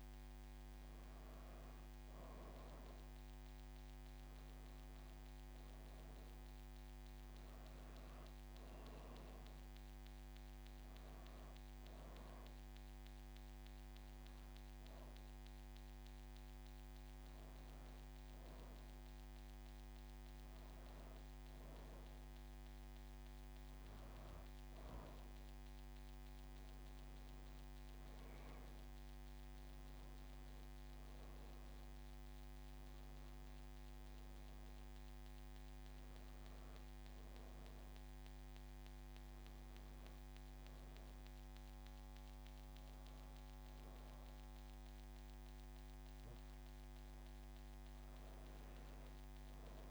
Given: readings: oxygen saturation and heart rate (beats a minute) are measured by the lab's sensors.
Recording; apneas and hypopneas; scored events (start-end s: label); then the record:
breathing in sleep, hard to hear, by a microphone on the trachea; none
0.00-1.00 s: oxygen desaturation (device-marked, oxygen 89% lowest)
From the record:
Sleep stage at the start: N2 (light sleep); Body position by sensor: on the back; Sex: female